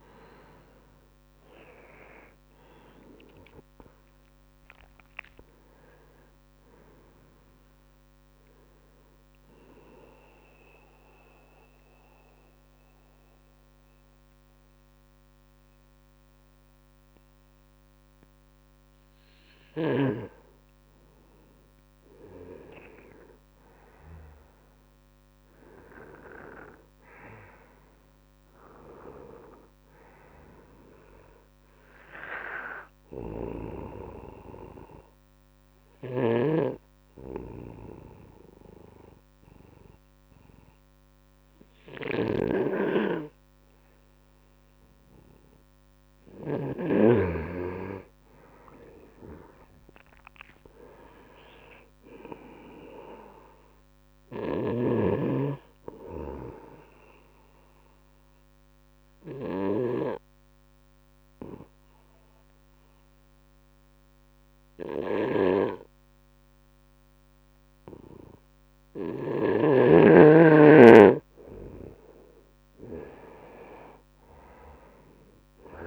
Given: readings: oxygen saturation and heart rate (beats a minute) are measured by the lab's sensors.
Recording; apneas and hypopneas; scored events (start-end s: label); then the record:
breathing in sleep by a microphone on the trachea; 3
0.00-3.50 s: arousal
9.00-20.00 s: central apnea (oxygen 98% before, 91% lowest, heart rate 92 before, 70 extreme, up 3 after)
22.50-26.50 s: arousal
32.00-45.00 s: obstructive apnea (oxygen 98% before, 89% lowest, heart rate 72 before, 71 extreme, up 5 after)
35.00-50.00 s: oxygen desaturation (device-marked, oxygen 98% before, 91% lowest, heart rate 72 before, 71 extreme)
48.00-51.50 s: arousal
56.00-69.50 s: obstructive apnea (oxygen 98% before, 89% lowest, heart rate 74 before, 71 extreme, up 3 after)
73.50-75.87 s: arousal
From the record:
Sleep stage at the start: N2 (light sleep); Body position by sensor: on the right side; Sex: male